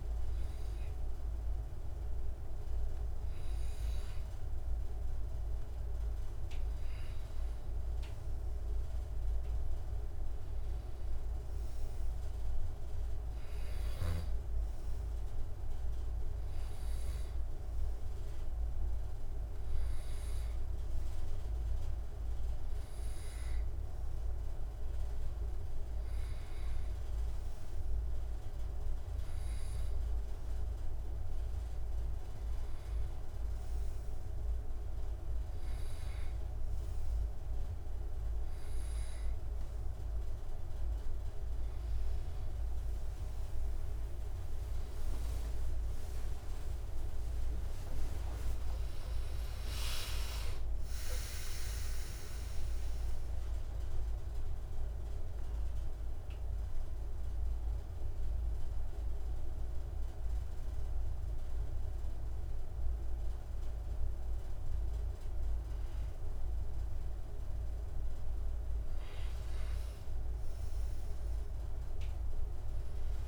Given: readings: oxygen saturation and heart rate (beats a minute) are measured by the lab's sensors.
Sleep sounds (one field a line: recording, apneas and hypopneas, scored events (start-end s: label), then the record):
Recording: breathing in sleep, hard to hear, by a room microphone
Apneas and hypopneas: 1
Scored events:
46.00-50.00 s: arousal
54.50-65.00 s: central apnea (oxygen 96% before, 94% lowest, heart rate 84 before, 70 extreme)
68.00-72.00 s: arousal
From the record:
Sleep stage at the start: N2 (light sleep)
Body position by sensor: on the back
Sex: male